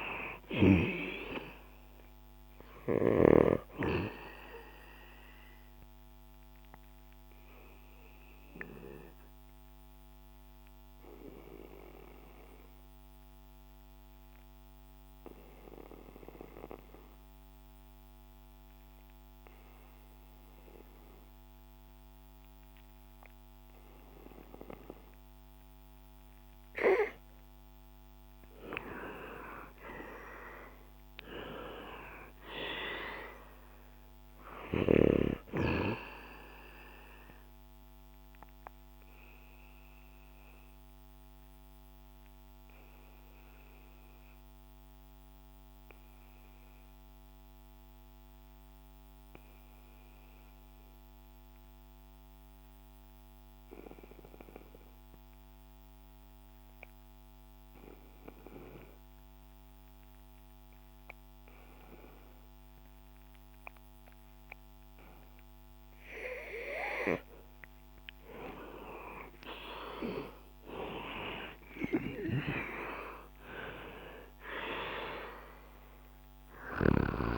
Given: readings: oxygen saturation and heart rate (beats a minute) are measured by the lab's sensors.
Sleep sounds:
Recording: breathing in sleep by a microphone on the trachea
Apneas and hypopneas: 2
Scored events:
0.00-1.00 s: snoring (device-marked)
0.50-23.50 s: oxygen desaturation (device-marked, oxygen 96% before, 88% lowest, heart rate 68 before, 62 extreme)
7.00-27.00 s: obstructive apnea (oxygen 97% before, 88% lowest, heart rate 71 before, 62 extreme, up 6 after)
29.00-31.00 s: arousal
31.50-54.50 s: oxygen desaturation (device-marked, oxygen 98% before, 89% lowest, heart rate 68 before, 62 extreme)
38.00-65.50 s: obstructive apnea (oxygen 98% before, 86% lowest, heart rate 69 before, 62 extreme, up 13 after)
68.50-77.38 s: oxygen desaturation (device-marked, oxygen 98% before, 86% lowest, heart rate 65 before, 62 extreme)
69.00-74.00 s: arousal
From the record:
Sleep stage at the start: N2 (light sleep)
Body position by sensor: on the back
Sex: male

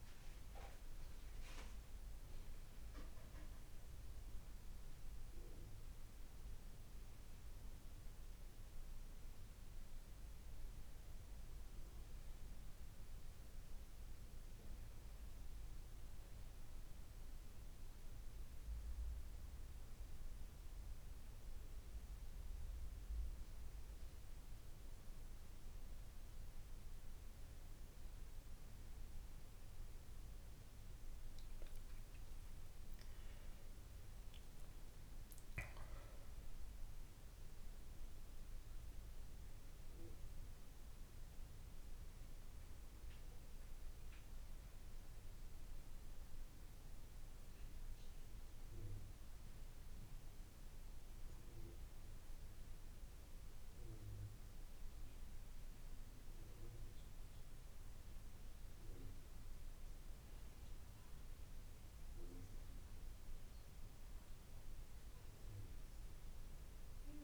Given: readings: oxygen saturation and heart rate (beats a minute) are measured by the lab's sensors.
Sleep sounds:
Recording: breathing in sleep, hard to hear, by a room microphone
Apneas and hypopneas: none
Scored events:
none scored
From the record:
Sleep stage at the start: N2 (light sleep)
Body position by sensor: on the back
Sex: male

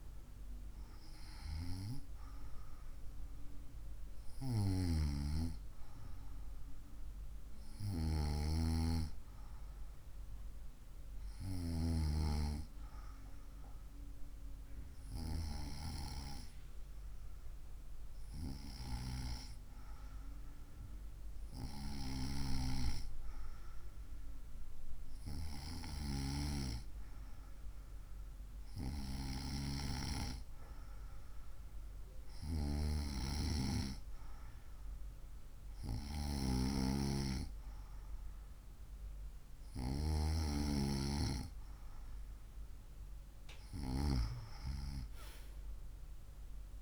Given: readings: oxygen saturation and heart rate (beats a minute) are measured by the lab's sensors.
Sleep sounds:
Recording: breathing in sleep by a room microphone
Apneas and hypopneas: none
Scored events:
none scored
From the record:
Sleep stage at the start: N2 (light sleep)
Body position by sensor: on the right side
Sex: female

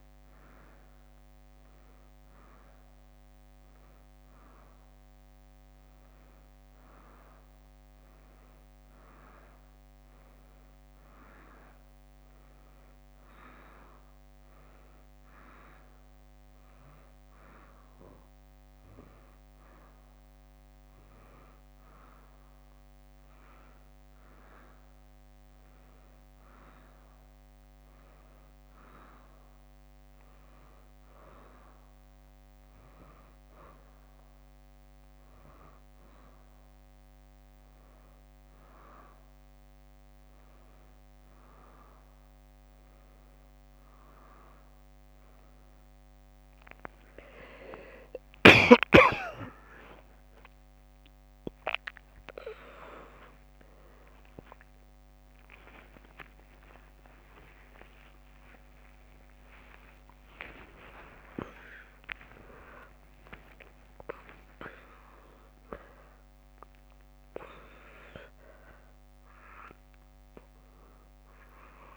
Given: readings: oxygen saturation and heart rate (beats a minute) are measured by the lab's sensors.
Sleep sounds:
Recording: a person partly awake in a sleep study, by a microphone on the trachea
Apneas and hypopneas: none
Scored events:
0.00-4.50 s: leg movement (device-marked)
7.00-12.00 s: leg movement (device-marked)
14.00-18.00 s: leg movement (device-marked)
19.50-22.50 s: leg movement (device-marked)
24.00-26.50 s: leg movement (device-marked)
27.50-29.50 s: leg movement (device-marked)
30.50-32.50 s: leg movement (device-marked)
33.00-35.50 s: leg movement (device-marked)
35.50-42.50 s: leg movement (device-marked)
42.00-71.97 s: new sleep stage, awake
50.00-68.00 s: drop in pulse transit time (device-marked, heart rate 66 before, 58 extreme)
52.00-61.00 s: tachycardia (device-marked, heart rate 67 before, 159 extreme)
64.00-71.97 s: bradycardia (device-marked)
From the record:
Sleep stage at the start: N2 (light sleep)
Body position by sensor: on the back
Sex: female

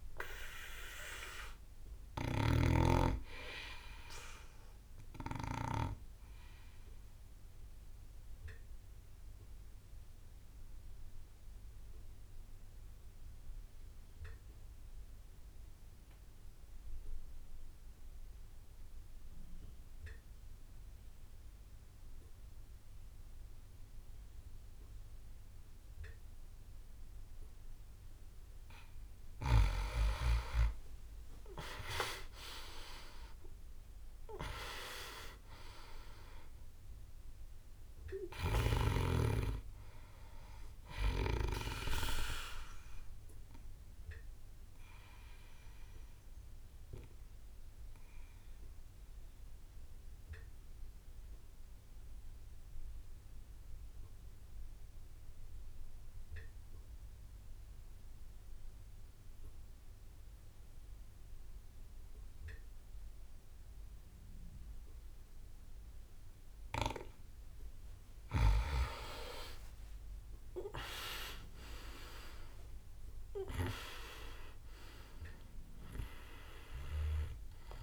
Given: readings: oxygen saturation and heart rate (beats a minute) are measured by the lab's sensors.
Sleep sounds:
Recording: breathing in sleep by a room microphone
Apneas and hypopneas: 2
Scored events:
0.00-20.50 s: oxygen desaturation (device-marked, oxygen 91% lowest)
7.50-28.50 s: obstructive apnea (oxygen 99% before, 90% lowest)
29.50-55.50 s: oxygen desaturation (device-marked, oxygen 99% before, 90% lowest)
30.00-35.00 s: arousal
44.50-66.50 s: obstructive apnea (oxygen 99% before, 90% lowest)
68.50-72.50 s: arousal
From the record:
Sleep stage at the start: N2 (light sleep)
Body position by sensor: on the back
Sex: male

